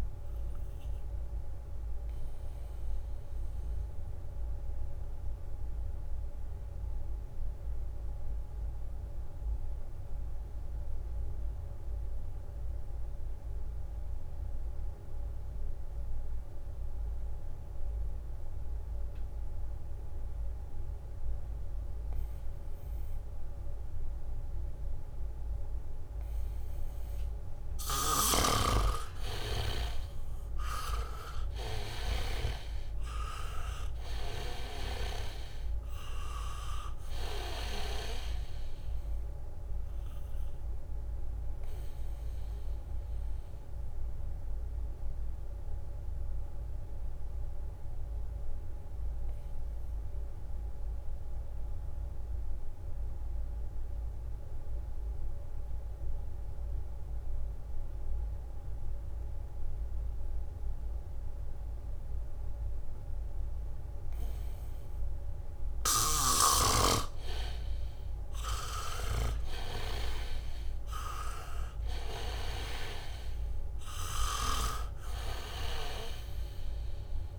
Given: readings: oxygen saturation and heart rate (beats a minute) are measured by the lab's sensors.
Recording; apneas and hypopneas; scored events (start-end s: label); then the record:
breathing in sleep by a room microphone; 2
0.00-3.50 s: leg movement (device-marked)
0.00-13.00 s: oxygen desaturation (device-marked, oxygen 78% lowest, heart rate 68 extreme)
1.50-27.00 s: mixed apnea (oxygen 99% before, 78% lowest, heart rate 71 before, 69 extreme, up 1 after)
19.00-55.00 s: oxygen desaturation (device-marked, oxygen 99% before, 78% lowest, heart rate 73 before, 63 extreme)
24.00-26.50 s: leg movement (device-marked)
31.50-36.00 s: arousal
42.00-65.50 s: obstructive apnea (oxygen 99% before, 77% lowest, heart rate 70 before, 63 extreme, up 3 after)
62.00-77.39 s: oxygen desaturation (device-marked, oxygen 98% before, 78% lowest, heart rate 72 before, 63 extreme)
66.00-75.00 s: snoring (device-marked)
69.00-73.00 s: arousal
From the record:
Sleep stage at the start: N2 (light sleep); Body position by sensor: on the back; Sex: male